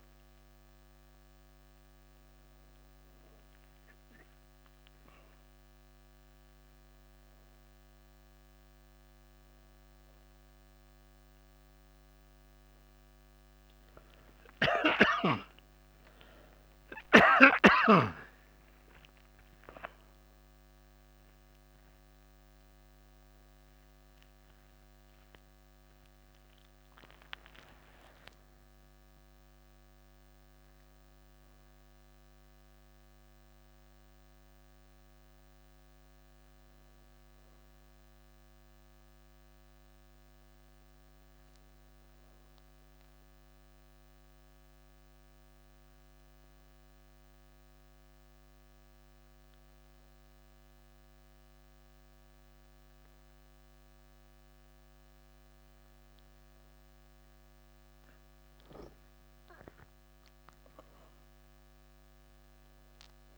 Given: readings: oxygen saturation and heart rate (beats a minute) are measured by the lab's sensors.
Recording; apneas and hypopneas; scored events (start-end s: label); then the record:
a person partly awake in a sleep study, by a microphone on the trachea; 1
2.00-32.00 s: new sleep stage, awake
32.00-63.38 s: new sleep stage, N2 (light sleep)
43.00-55.50 s: hypopnea (oxygen 97% before, 91% lowest, heart rate 79 before, 55 extreme, up 3 after)
From the record:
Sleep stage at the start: N2 (light sleep); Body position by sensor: on the back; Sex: male